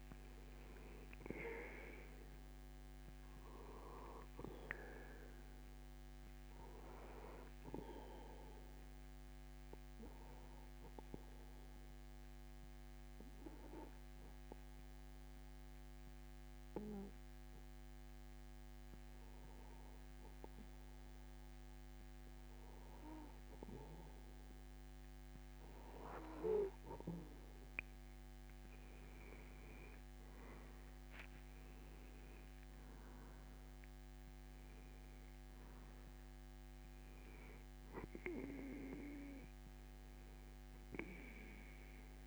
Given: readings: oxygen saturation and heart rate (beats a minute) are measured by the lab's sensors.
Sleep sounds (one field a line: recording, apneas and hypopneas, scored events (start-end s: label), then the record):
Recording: breathing in sleep by a microphone on the trachea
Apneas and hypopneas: 1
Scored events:
10.50-21.00 s: obstructive apnea (oxygen 95% before, 92% lowest)
28.00-31.00 s: arousal
From the record:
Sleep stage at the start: N2 (light sleep)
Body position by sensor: on the back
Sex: male